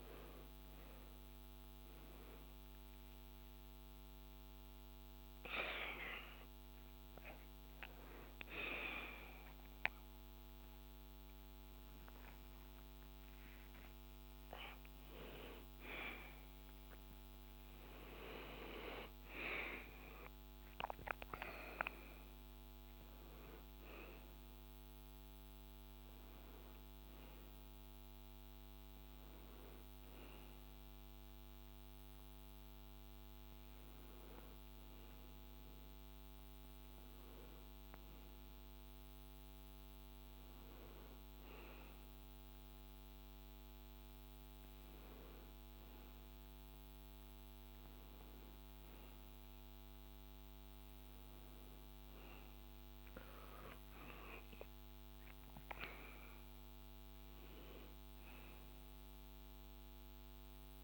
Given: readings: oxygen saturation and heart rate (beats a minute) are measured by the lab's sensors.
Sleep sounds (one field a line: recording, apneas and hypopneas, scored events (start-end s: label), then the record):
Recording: a person awake in a sleep study, by a microphone on the trachea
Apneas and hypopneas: none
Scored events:
7.50-14.50 s: oxygen desaturation (device-marked, oxygen 99% before, 96% lowest, heart rate 90 before, 66 extreme)
From the record:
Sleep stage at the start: awake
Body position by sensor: on the back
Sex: male